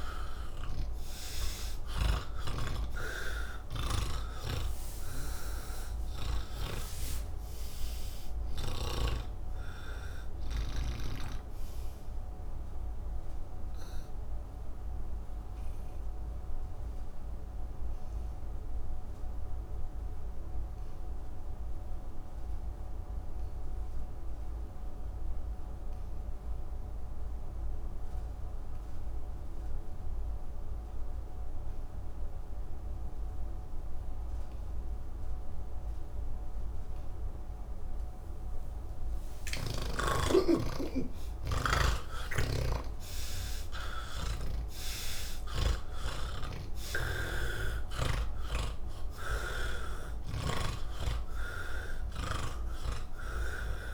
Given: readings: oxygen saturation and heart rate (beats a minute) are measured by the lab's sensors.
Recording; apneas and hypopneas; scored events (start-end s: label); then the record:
breathing in sleep by a room microphone; 1
0.00-2.00 s: snoring (device-marked)
0.00-28.50 s: oxygen desaturation (device-marked, oxygen 85% lowest, heart rate 150 extreme)
6.50-11.00 s: snoring (device-marked)
11.50-42.50 s: obstructive apnea (oxygen 99% before, 81% lowest, heart rate 198 before, 144 extreme, up 19 after)
40.50-46.50 s: oxygen desaturation (device-marked, oxygen 99% before, 93% lowest, heart rate 180 before, 144 extreme)
42.00-52.50 s: snoring (device-marked)
48.50-53.94 s: oxygen desaturation (device-marked, oxygen 96% before, 81% lowest, heart rate 179 before, 69 extreme)
From the record:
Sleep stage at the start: N3 (deep sleep); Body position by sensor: on the back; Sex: male